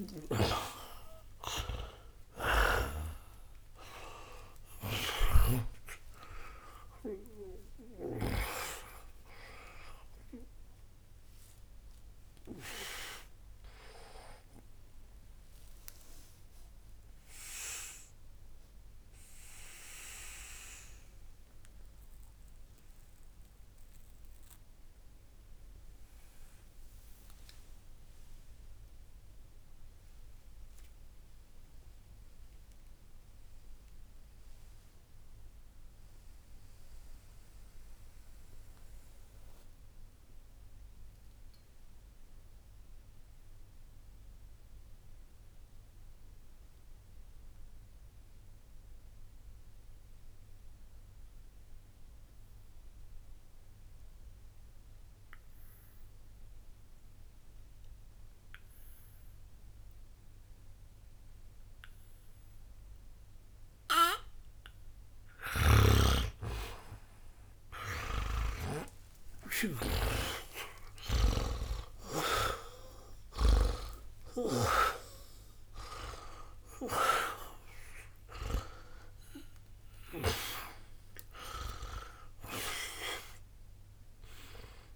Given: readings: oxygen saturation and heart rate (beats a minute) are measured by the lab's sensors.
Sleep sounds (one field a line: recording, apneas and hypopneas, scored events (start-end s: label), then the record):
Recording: breathing in sleep by a room microphone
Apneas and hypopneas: 1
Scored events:
0.00-6.00 s: arousal
0.00-36.00 s: oxygen desaturation (device-marked, oxygen 81% lowest, heart rate 60 extreme)
15.50-64.50 s: obstructive apnea (oxygen 96% before, 77% lowest, heart rate 123 before, 60 extreme, up 50 after)
57.00-84.96 s: oxygen desaturation (device-marked, oxygen 98% before, 77% lowest, heart rate 60 before, 60 extreme)
65.50-69.50 s: snoring (device-marked)
67.00-71.50 s: arousal
From the record:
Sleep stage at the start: N2 (light sleep)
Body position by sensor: on the back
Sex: male